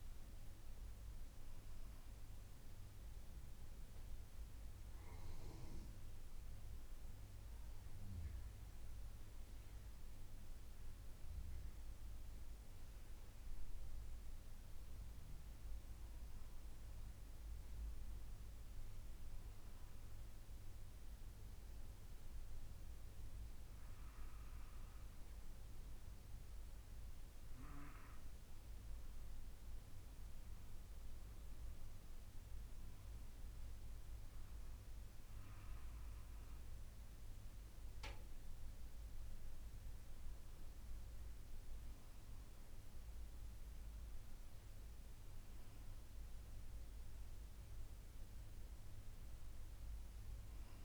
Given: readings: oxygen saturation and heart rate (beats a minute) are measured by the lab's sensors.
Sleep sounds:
breathing in sleep, hard to hear, by a room microphone; 1
3.50-50.85 s: new sleep stage, N2 (light sleep)
18.50-29.50 s: hypopnea (oxygen 98% before, 94% lowest, heart rate 65 before, 64 extreme, up 4 after)
32.00-37.00 s: arousal
From the record:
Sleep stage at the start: N1 (lightest sleep); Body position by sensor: on the back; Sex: female

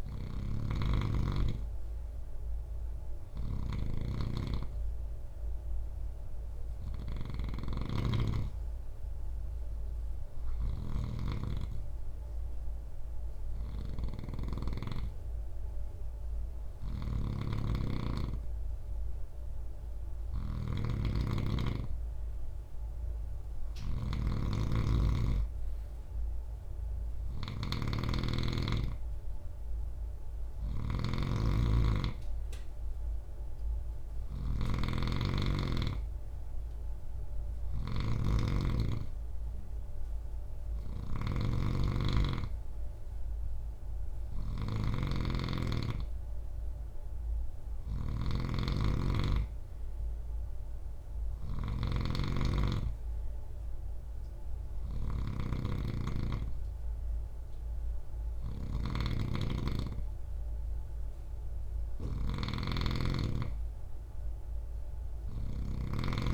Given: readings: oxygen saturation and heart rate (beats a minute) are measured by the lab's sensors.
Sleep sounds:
breathing in sleep by a room microphone; none
0.00-66.34 s: snoring (device-marked)
From the record:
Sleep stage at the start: N3 (deep sleep); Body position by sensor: on the right side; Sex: male

